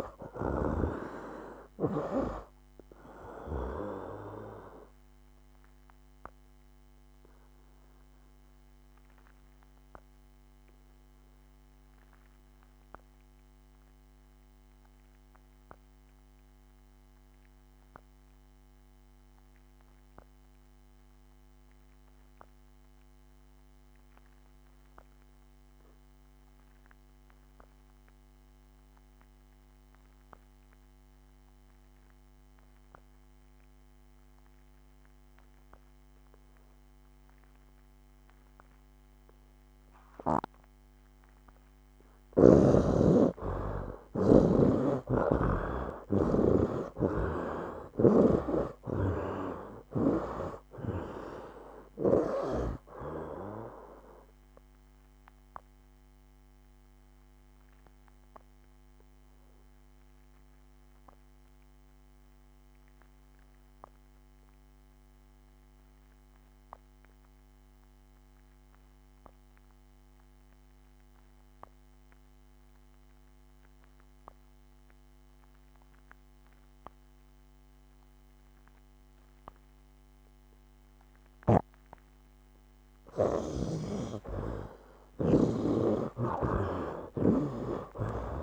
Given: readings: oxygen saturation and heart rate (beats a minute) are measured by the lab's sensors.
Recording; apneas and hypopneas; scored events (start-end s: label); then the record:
breathing in sleep by a microphone on the trachea; 2
0.00-18.50 s: oxygen desaturation (device-marked, oxygen 42% lowest, heart rate 76 extreme)
5.50-41.00 s: obstructive apnea (oxygen 75% before, 42% lowest, heart rate 89 before, 76 extreme, up 19 after)
20.50-68.50 s: oxygen desaturation (device-marked, oxygen 96% before, 49% lowest, heart rate 89 before, 69 extreme)
44.00-49.00 s: arousal
47.50-51.00 s: snoring (device-marked)
54.50-82.50 s: obstructive apnea (oxygen 86% before, 49% lowest, heart rate 88 before, 69 extreme, up 24 after)
70.50-88.43 s: oxygen desaturation (device-marked, oxygen 94% before, 53% lowest, heart rate 86 before, 70 extreme)
84.50-88.43 s: arousal
From the record:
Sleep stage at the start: REM sleep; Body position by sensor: on the right side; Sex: male